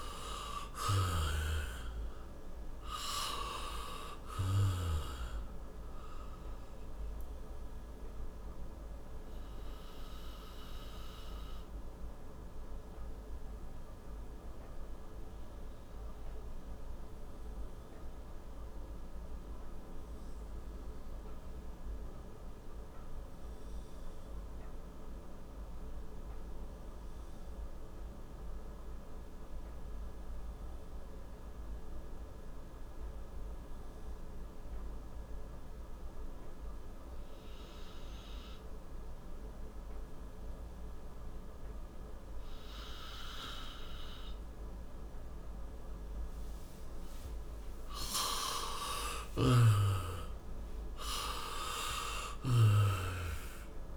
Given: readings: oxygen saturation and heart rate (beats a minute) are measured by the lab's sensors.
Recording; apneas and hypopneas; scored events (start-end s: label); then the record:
breathing in sleep by a room microphone; 1
0.00-2.50 s: arousal
6.50-47.00 s: obstructive apnea (oxygen 97% before, 87% lowest, heart rate 68 before, 56 extreme, up 35 after)
11.00-27.00 s: oxygen desaturation (device-marked, oxygen 96% before, 90% lowest, heart rate 71 before, 56 extreme)
48.50-53.97 s: arousal
52.00-53.97 s: oxygen desaturation (device-marked, oxygen 96% before, 87% lowest, heart rate 68 before, 56 extreme)
From the record:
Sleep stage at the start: N2 (light sleep); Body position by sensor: on the back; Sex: male